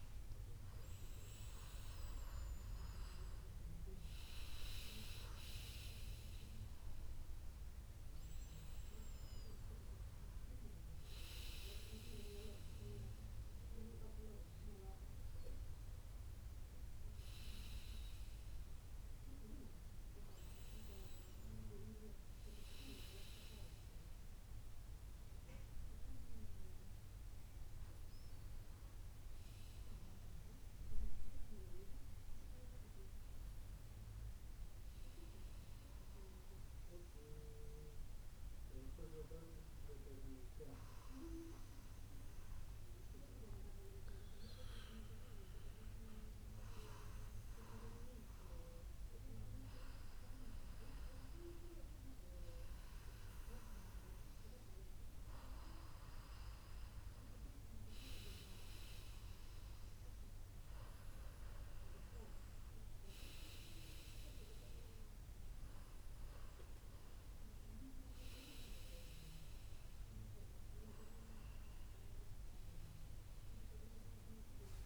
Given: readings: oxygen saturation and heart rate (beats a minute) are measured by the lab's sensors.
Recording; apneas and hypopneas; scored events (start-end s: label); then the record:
breathing in sleep by a room microphone; 1
35.00-38.00 s: arousal
40.50-51.50 s: obstructive apnea (oxygen 97% before, 95% lowest, heart rate 80 before, 79 extreme, up 3 after)
54.50-58.50 s: arousal
From the record:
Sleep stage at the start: N1 (lightest sleep); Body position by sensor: on the back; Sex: male